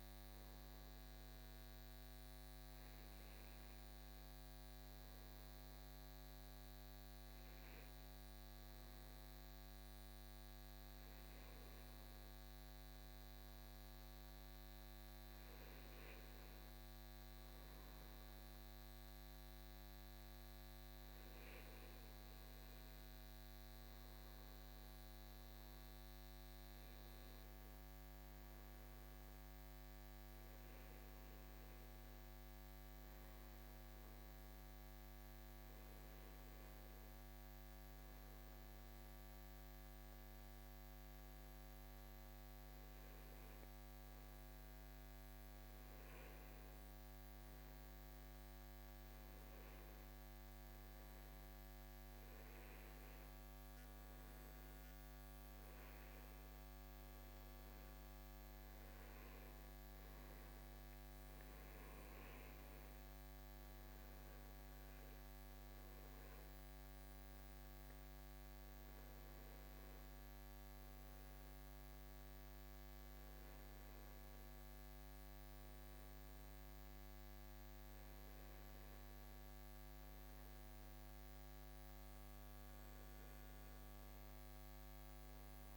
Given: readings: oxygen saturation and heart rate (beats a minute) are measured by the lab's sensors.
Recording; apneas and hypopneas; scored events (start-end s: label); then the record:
breathing in sleep, hard to hear, by a microphone on the trachea; none
none scored
From the record:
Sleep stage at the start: N2 (light sleep); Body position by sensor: on the right side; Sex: male